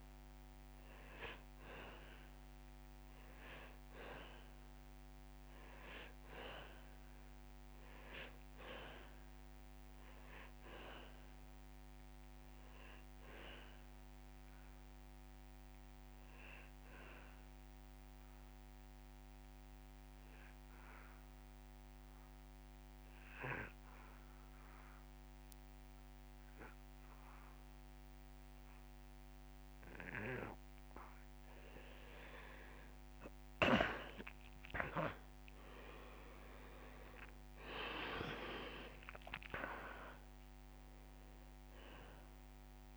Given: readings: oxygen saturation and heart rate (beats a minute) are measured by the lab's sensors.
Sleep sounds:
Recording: breathing in sleep by a microphone on the trachea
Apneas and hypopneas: 1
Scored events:
0.00-9.00 s: oxygen desaturation (device-marked, oxygen 90% lowest)
11.50-13.50 s: long interval between heartbeats (device-marked)
12.00-15.00 s: arousal
19.00-31.50 s: obstructive apnea (oxygen 98% before, 92% lowest)
35.00-39.00 s: arousal
39.00-42.97 s: oxygen desaturation (device-marked, oxygen 97% before, 94% lowest)
From the record:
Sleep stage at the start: N2 (light sleep)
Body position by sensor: on the back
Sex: male

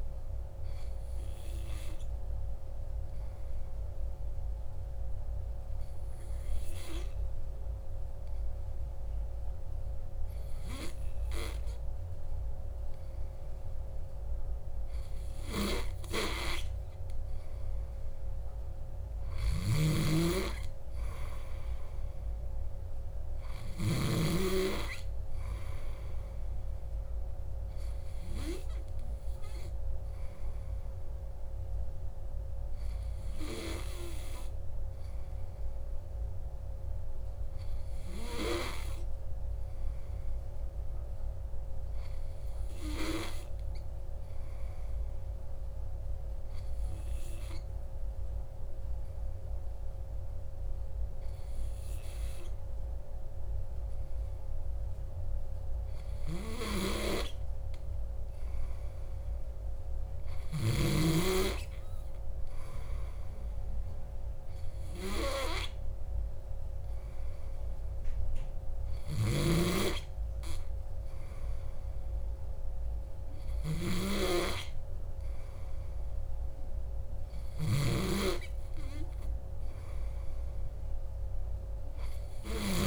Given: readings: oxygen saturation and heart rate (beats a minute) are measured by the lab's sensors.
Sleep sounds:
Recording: breathing in sleep by a room microphone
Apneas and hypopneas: 2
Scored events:
2.00-17.00 s: hypopnea (oxygen 96% before, 94% lowest, heart rate 62 before, 59 extreme, up 1 after)
20.50-24.50 s: arousal
42.50-55.50 s: hypopnea (oxygen 96% before, 94% lowest, heart rate 60 before, 59 extreme, up 2 after)
58.00-61.50 s: arousal
81.00-82.87 s: arousal
From the record:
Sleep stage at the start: N2 (light sleep)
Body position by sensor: on the back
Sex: male

